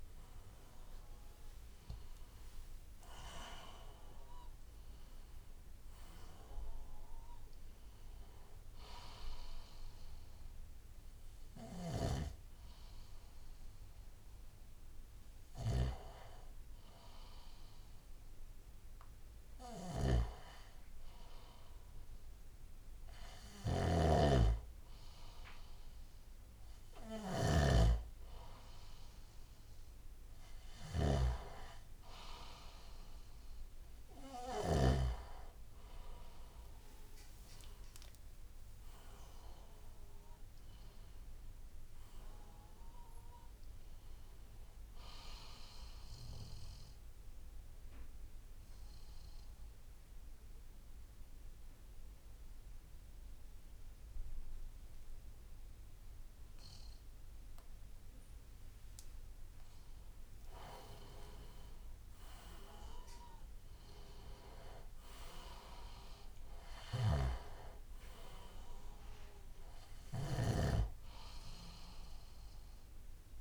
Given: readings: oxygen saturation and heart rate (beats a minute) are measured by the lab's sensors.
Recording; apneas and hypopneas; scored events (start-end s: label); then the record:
breathing in sleep by a room microphone; 2
0.00-5.00 s: arousal
4.00-20.00 s: oxygen desaturation (device-marked, oxygen 95% before, 91% lowest, heart rate 78 before, 72 extreme)
10.00-21.50 s: hypopnea (oxygen 95% before, 89% lowest, heart rate 77 before, 72 extreme, up 6 after)
11.50-35.00 s: snoring (device-marked)
24.50-28.00 s: arousal
28.00-49.00 s: oxygen desaturation (device-marked, oxygen 97% before, 94% lowest, heart rate 79 before, 68 extreme)
46.50-59.00 s: obstructive apnea (oxygen 97% before, 89% lowest, heart rate 77 before, 68 extreme, up 17 after)
60.50-64.00 s: arousal
65.00-73.41 s: oxygen desaturation (device-marked, oxygen 96% before, 89% lowest, heart rate 75 before, 70 extreme)
67.00-70.50 s: snoring (device-marked)
From the record:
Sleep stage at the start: N2 (light sleep); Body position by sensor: on the left side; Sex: male